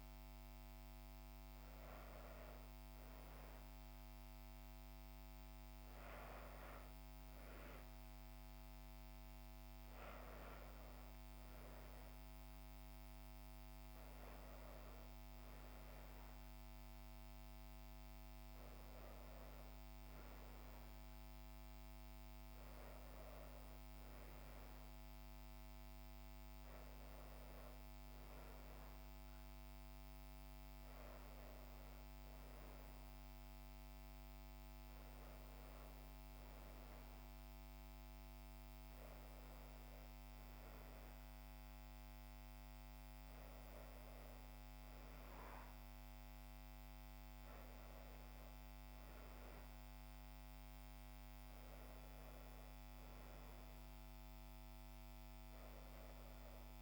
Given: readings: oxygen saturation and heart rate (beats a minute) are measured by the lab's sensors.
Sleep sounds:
breathing in sleep, hard to hear, by a microphone on the trachea; none
none scored
From the record:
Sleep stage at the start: N1 (lightest sleep); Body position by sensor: on the back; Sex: female

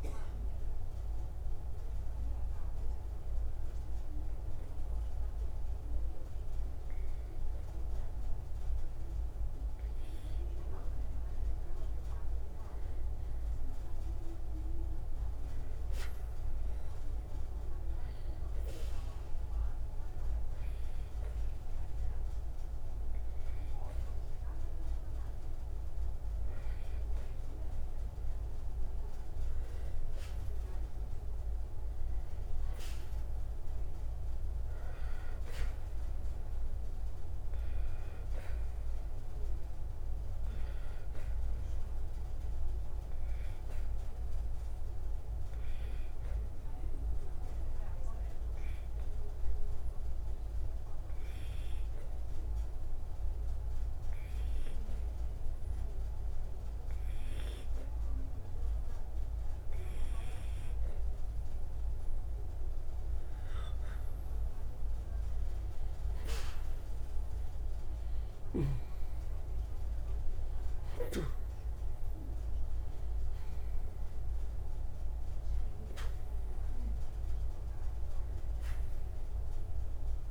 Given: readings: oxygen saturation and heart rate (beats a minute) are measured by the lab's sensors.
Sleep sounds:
breathing in sleep, hard to hear, by a room microphone; 3
1.00-12.00 s: obstructive apnea (oxygen 97% before, 92% lowest)
13.00-15.50 s: arousal
18.50-29.50 s: obstructive apnea (oxygen 97% before, 92% lowest)
32.00-35.00 s: arousal
32.00-42.00 s: oxygen desaturation (device-marked, oxygen 96% before, 92% lowest)
45.00-62.00 s: obstructive apnea (oxygen 96% before, 90% lowest)
65.50-68.00 s: arousal
From the record:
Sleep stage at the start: N2 (light sleep); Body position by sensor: on the right side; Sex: male

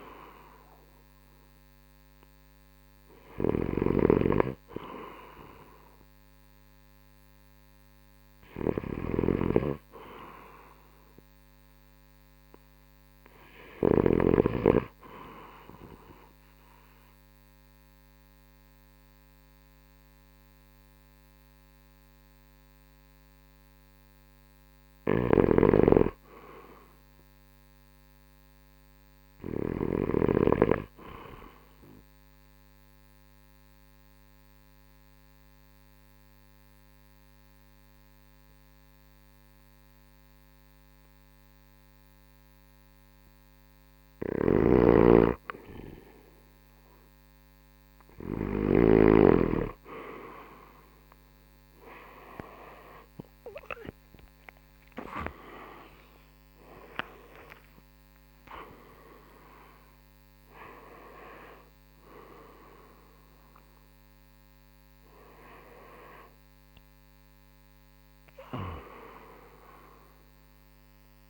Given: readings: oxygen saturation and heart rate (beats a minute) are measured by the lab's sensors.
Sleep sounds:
breathing in sleep by a microphone on the trachea; 1
0.00-14.00 s: snoring (device-marked)
6.50-17.50 s: oxygen desaturation (device-marked, oxygen 94% before, 90% lowest, heart rate 67 before, 63 extreme)
25.00-30.50 s: snoring (device-marked)
27.00-30.00 s: arousal
27.50-37.50 s: drop in pulse transit time (device-marked, heart rate 69 before, 69 extreme)
32.50-44.00 s: obstructive apnea (oxygen 95% before, 88% lowest, heart rate 69 before, 62 extreme, up 14 after)
44.50-49.00 s: snoring (device-marked)
44.50-57.50 s: oxygen desaturation (device-marked, oxygen 95% before, 91% lowest, heart rate 69 before, 75 extreme)
51.50-66.50 s: drop in pulse transit time (device-marked, heart rate 69 before, 76 extreme)
54.00-59.00 s: arousal
From the record:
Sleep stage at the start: N2 (light sleep); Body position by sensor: on the right side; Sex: male

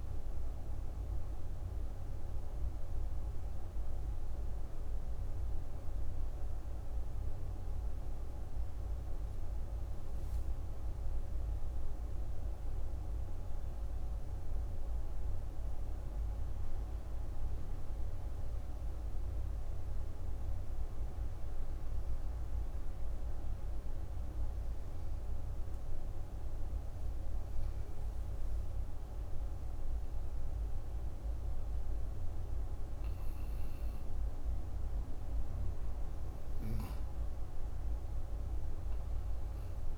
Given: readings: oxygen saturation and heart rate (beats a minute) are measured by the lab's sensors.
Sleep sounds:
breathing in sleep, hard to hear, by a room microphone; 1
0.00-1.50 s: oxygen desaturation (device-marked, oxygen 87% lowest, heart rate 61 extreme)
16.00-27.00 s: hypopnea (oxygen 99% before, 92% lowest, heart rate 70 before, 61 extreme, up 15 after)
16.50-39.98 s: oxygen desaturation (device-marked, oxygen 99% before, 92% lowest, heart rate 69 before, 61 extreme)
23.50-39.98 s: new sleep stage, N2 (light sleep)
29.00-33.50 s: arousal
From the record:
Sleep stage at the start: N1 (lightest sleep); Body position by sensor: on the right side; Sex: female

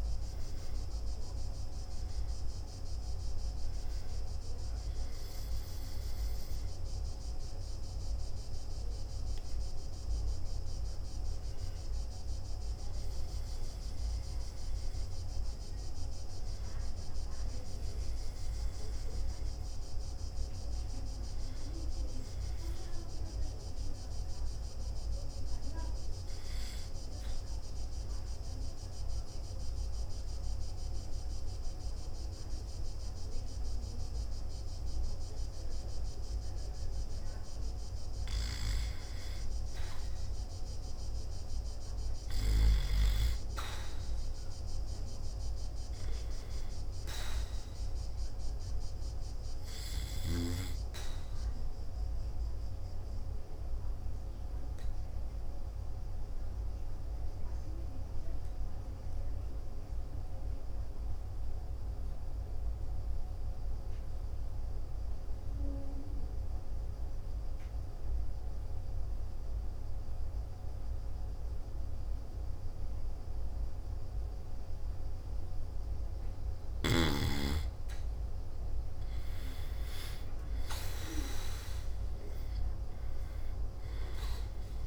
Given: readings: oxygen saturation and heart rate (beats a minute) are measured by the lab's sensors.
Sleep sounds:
a person partly awake in a sleep study, by a room microphone; 2
0.00-1.50 s: oxygen desaturation (device-marked, oxygen 94% lowest, heart rate 57 extreme)
16.50-84.87 s: new sleep stage, N2 (light sleep)
21.50-34.50 s: oxygen desaturation (device-marked, oxygen 96% before, 93% lowest, heart rate 62 before, 55 extreme)
28.00-38.00 s: obstructive apnea (oxygen 96% before, 93% lowest, heart rate 60 before, 55 extreme, up 2 after)
41.00-44.50 s: arousal
51.50-71.50 s: oxygen desaturation (device-marked, oxygen 98% before, 94% lowest, heart rate 57 before, 52 extreme)
55.50-75.00 s: obstructive apnea (oxygen 98% before, 91% lowest, heart rate 57 before, 52 extreme, up 0 after)
78.00-83.50 s: arousal
83.50-84.87 s: oxygen desaturation (device-marked, oxygen 96% before, 93% lowest, heart rate 55 before, 57 extreme)
From the record:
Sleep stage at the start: awake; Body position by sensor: on the back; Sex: male

